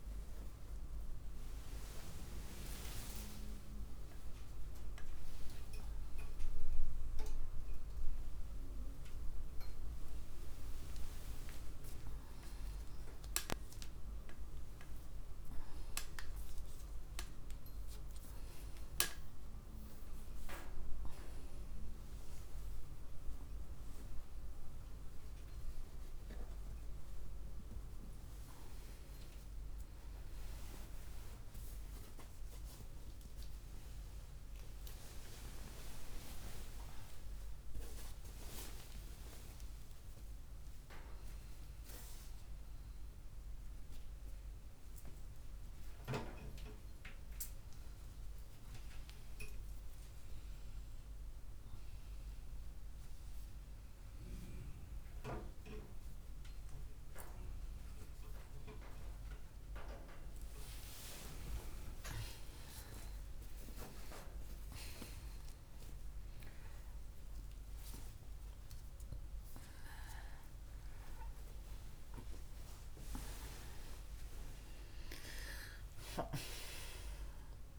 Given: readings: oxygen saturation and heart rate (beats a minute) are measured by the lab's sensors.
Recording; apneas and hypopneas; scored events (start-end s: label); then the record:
a person awake in a sleep study, by a room microphone; none
none scored
From the record:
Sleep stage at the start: awake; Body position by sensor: on the right side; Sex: female